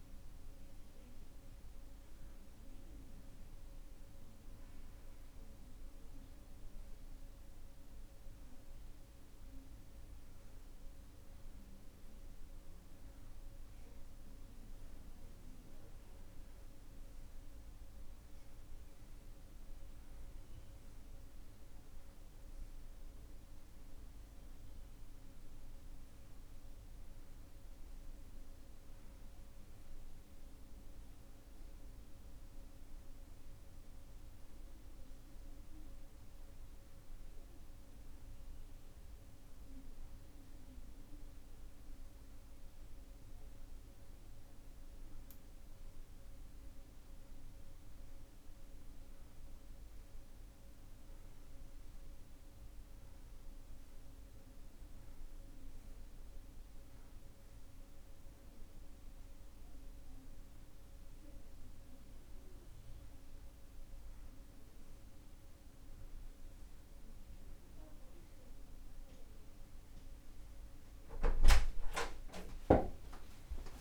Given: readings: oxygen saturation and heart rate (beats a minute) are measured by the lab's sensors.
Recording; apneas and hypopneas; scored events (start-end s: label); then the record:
a person partly awake in a sleep study, hard to hear, by a room microphone; none
6.50-66.50 s: new sleep stage, N1 (lightest sleep)
66.50-73.81 s: new sleep stage, awake
From the record:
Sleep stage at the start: awake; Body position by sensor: on the right side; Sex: male